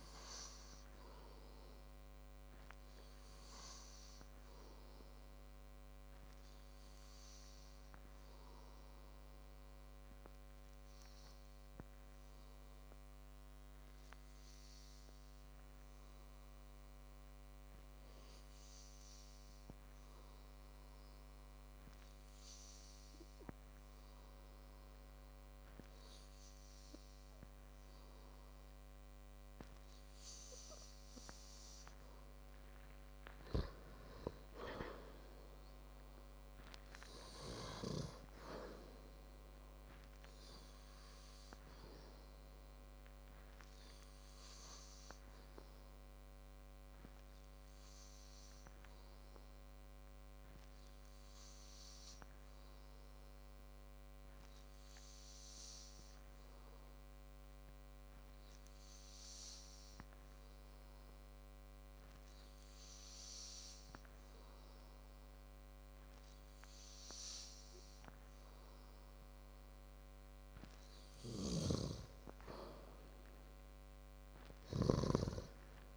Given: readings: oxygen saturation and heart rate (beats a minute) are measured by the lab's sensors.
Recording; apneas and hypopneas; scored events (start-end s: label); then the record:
breathing in sleep by a microphone on the trachea; 2
2.00-29.50 s: hypopnea (oxygen 98% before, 93% lowest, heart rate 60 before, 51 extreme, up 12 after)
18.50-28.50 s: oxygen desaturation (device-marked, oxygen 96% before, 93% lowest, heart rate 57 before, 53 extreme)
33.50-37.50 s: arousal
46.00-70.00 s: hypopnea (oxygen 97% before, 94% lowest, heart rate 61 before, 53 extreme, up 8 after)
59.50-75.50 s: oxygen desaturation (device-marked, oxygen 97% before, 94% lowest, heart rate 58 before, 52 extreme)
72.00-75.97 s: snoring (device-marked)
74.00-75.97 s: arousal
From the record:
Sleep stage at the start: N2 (light sleep); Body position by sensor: on the back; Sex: male